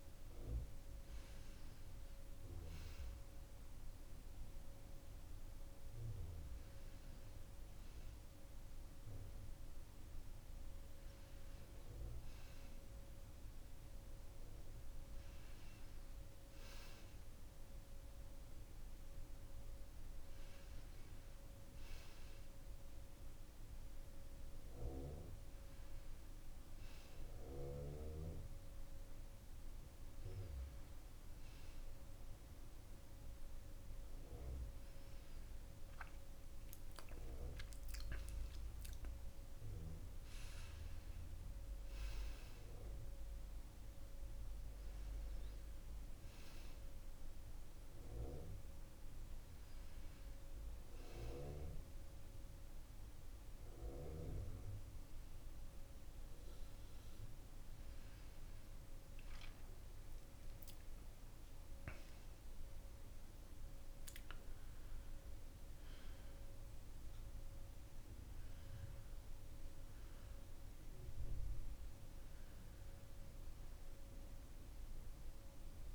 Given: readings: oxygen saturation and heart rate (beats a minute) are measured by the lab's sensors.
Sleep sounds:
breathing in sleep by a room microphone; none
none scored
From the record:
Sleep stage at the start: N2 (light sleep); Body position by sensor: on the back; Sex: male

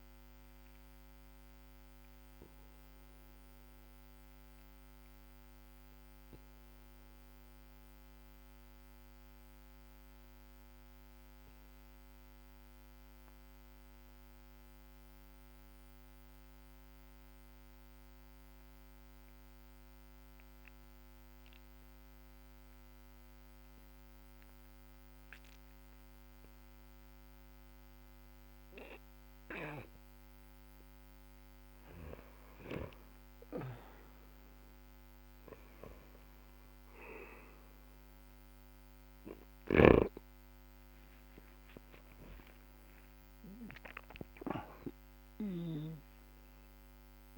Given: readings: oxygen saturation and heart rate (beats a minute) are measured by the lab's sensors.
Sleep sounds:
breathing in sleep by a microphone on the trachea; 1
0.00-22.50 s: oxygen desaturation (device-marked, oxygen 91% lowest, heart rate 48 extreme)
0.50-30.00 s: obstructive apnea (oxygen 99% before, 90% lowest, heart rate 64 before, 45 extreme, up 8 after)
32.00-37.50 s: arousal
33.00-47.38 s: snoring (device-marked)
34.50-47.38 s: oxygen desaturation (device-marked, oxygen 98% before, 90% lowest, heart rate 57 before, 45 extreme)
42.50-44.50 s: tachycardia (device-marked, heart rate 58 before, 90 extreme)
From the record:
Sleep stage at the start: N2 (light sleep); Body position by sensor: on the back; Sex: male

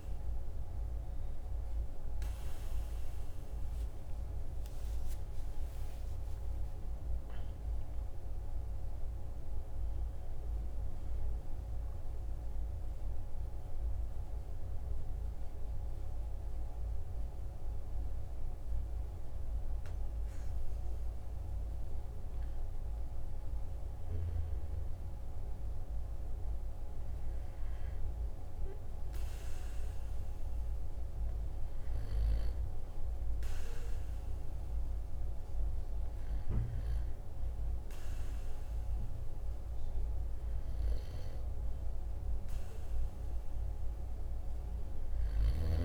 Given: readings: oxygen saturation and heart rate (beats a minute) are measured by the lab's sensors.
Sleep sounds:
breathing in sleep, hard to hear, by a room microphone; none
0.00-2.00 s: oxygen desaturation (device-marked, oxygen 94% lowest, heart rate 44 extreme)
5.50-10.00 s: arousal
From the record:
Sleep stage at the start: N2 (light sleep); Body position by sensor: on the right side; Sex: male

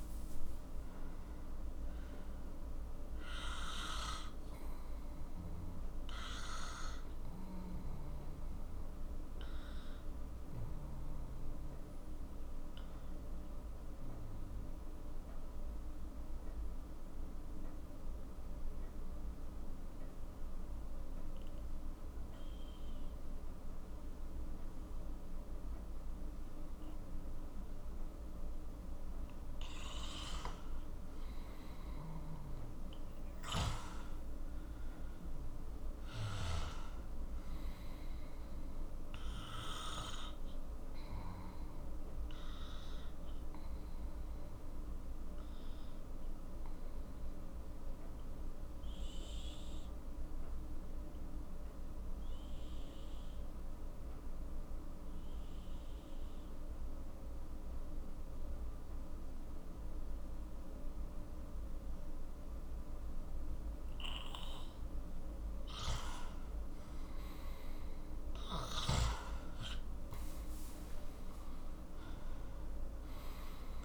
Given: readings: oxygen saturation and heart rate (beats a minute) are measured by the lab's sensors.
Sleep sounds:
breathing in sleep by a room microphone; 2
0.00-19.00 s: oxygen desaturation (device-marked, oxygen 90% lowest, heart rate 40 extreme)
5.50-31.00 s: obstructive apnea (oxygen 97% before, 90% lowest, heart rate 51 before, 40 extreme, up 14 after)
33.00-36.50 s: arousal
34.00-56.00 s: oxygen desaturation (device-marked, oxygen 97% before, 92% lowest, heart rate 44 before, 42 extreme)
41.50-65.00 s: obstructive apnea (oxygen 97% before, 91% lowest, heart rate 49 before, 41 extreme, up 17 after)
68.00-72.50 s: arousal
68.00-73.85 s: oxygen desaturation (device-marked, oxygen 96% before, 92% lowest, heart rate 44 before, 40 extreme)
68.50-73.85 s: snoring (device-marked)
From the record:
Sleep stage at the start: N2 (light sleep); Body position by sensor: on the left side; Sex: male

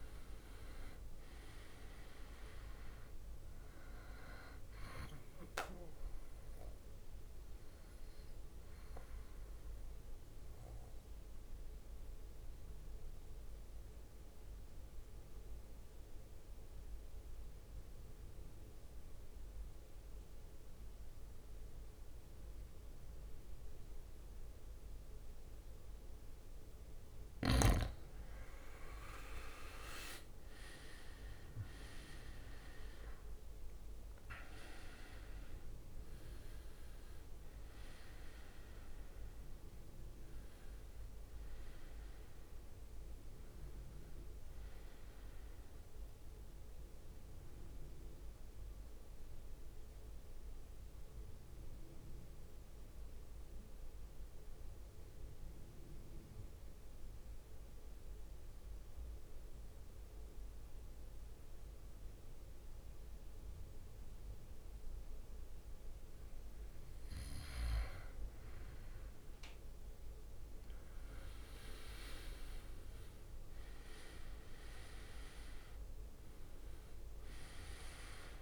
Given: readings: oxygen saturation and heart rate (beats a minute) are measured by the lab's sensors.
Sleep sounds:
breathing in sleep by a room microphone; 2
0.00-1.00 s: arousal
0.00-15.50 s: oxygen desaturation (device-marked, oxygen 90% lowest, heart rate 54 extreme)
8.50-28.50 s: mixed apnea (oxygen 97% before, 90% lowest, heart rate 64 before, 54 extreme, up 16 after)
27.50-56.50 s: oxygen desaturation (device-marked, oxygen 97% before, 91% lowest, heart rate 58 before, 53 extreme)
29.50-44.50 s: drop in pulse transit time (device-marked, heart rate 59 before, 61 extreme)
30.00-34.00 s: arousal
49.00-66.00 s: central apnea (oxygen 97% before, 91% lowest, heart rate 67 before, 50 extreme, up 13 after)
70.00-74.00 s: arousal
70.50-78.42 s: oxygen desaturation (device-marked, oxygen 99% before, 92% lowest, heart rate 56 before, 50 extreme)
From the record:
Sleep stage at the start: N2 (light sleep); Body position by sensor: on the back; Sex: male

